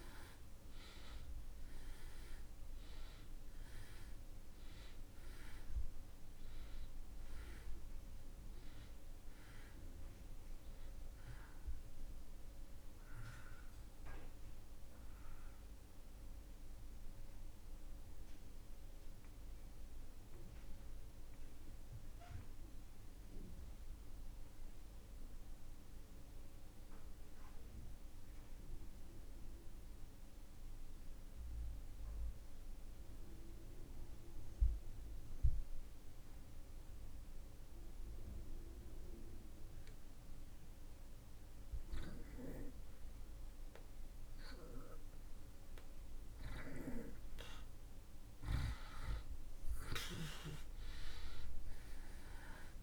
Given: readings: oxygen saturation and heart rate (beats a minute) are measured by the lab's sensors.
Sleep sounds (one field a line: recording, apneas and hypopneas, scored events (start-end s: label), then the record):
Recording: breathing in sleep by a room microphone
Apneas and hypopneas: 1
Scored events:
0.00-31.50 s: oxygen desaturation (device-marked, oxygen 68% lowest)
14.00-44.00 s: mixed apnea (oxygen 94% before, 68% lowest)
44.50-52.83 s: oxygen desaturation (device-marked, oxygen 97% before, 70% lowest)
46.50-52.00 s: arousal
From the record:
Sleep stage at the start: N2 (light sleep)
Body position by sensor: on the back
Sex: male